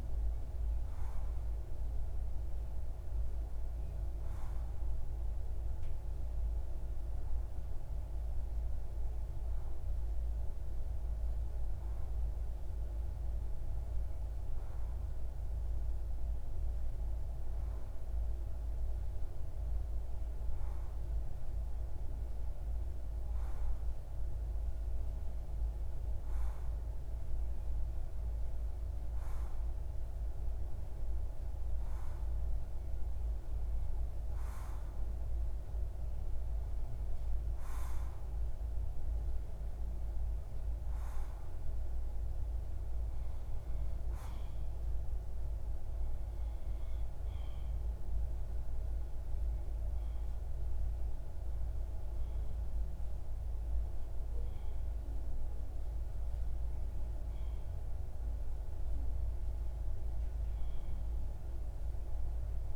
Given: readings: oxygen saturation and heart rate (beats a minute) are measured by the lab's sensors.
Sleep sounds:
breathing in sleep, hard to hear, by a room microphone; 1
7.50-30.50 s: hypopnea (oxygen 94% before, 92% lowest)
33.00-38.00 s: arousal
From the record:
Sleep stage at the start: N2 (light sleep); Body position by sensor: on the left side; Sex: male

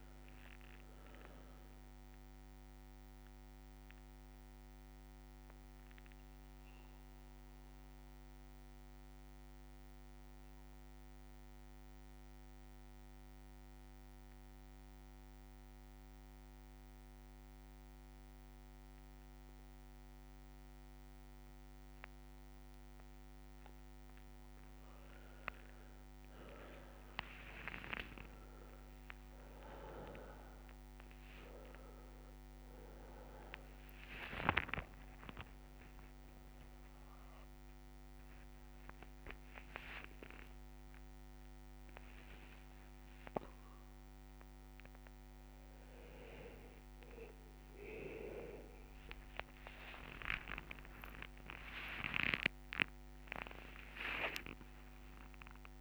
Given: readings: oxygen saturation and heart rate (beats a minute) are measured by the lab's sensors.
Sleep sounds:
breathing in sleep by a microphone on the trachea; 1
4.00-22.00 s: obstructive apnea (oxygen 99% before, 95% lowest, heart rate 60 before, 57 extreme, up 8 after)
5.50-19.50 s: bradycardia (device-marked, heart rate 65 before, 57 extreme)
27.50-31.50 s: arousal
34.50-36.50 s: long interval between heartbeats (device-marked, heart rate 61 before, 74 extreme)
43.50-55.81 s: new sleep stage, N1 (lightest sleep)
48.50-53.50 s: arousal
51.50-53.50 s: long interval between heartbeats (device-marked, heart rate 67 before, 75 extreme)
54.00-55.81 s: long interval between heartbeats (device-marked, heart rate 68 before, 82 extreme)
From the record:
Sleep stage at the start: N2 (light sleep); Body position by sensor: on the back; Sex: male

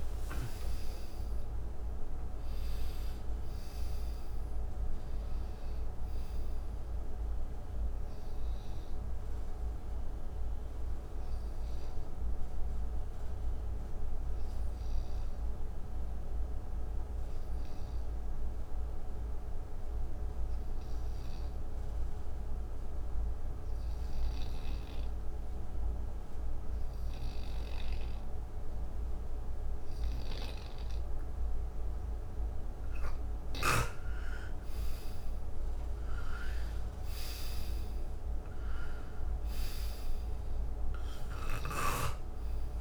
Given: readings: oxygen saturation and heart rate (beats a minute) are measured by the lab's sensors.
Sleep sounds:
breathing in sleep, hard to hear, by a room microphone; 1
0.00-2.50 s: arousal
0.00-19.00 s: oxygen desaturation (device-marked, oxygen 88% lowest, heart rate 58 extreme)
11.50-31.50 s: obstructive apnea (oxygen 95% before, 84% lowest, heart rate 71 before, 59 extreme, up 11 after)
34.00-42.81 s: oxygen desaturation (device-marked, oxygen 96% before, 86% lowest, heart rate 62 before, 59 extreme)
36.00-41.50 s: arousal
From the record:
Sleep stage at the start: N2 (light sleep); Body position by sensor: on the right side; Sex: male

